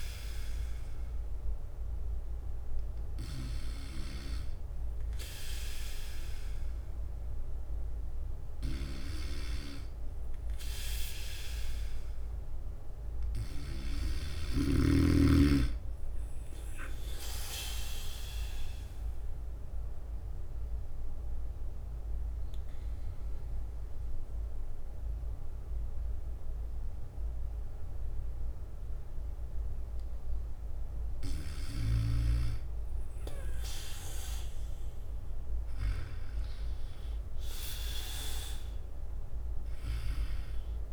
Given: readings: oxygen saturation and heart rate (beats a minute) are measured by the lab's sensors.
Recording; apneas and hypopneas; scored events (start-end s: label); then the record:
breathing in sleep by a room microphone; 1
4.50-40.93 s: new sleep stage, N2 (light sleep)
17.50-30.50 s: obstructive apnea (oxygen 94% before, 90% lowest, heart rate 60 before, 52 extreme, up 1 after)
17.50-31.50 s: drop in pulse transit time (device-marked, heart rate 60 before, 58 extreme)
19.50-35.50 s: bradycardia (device-marked, heart rate 60 before, 56 extreme)
37.50-40.93 s: arousal
From the record:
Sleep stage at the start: N3 (deep sleep); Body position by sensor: on the back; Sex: male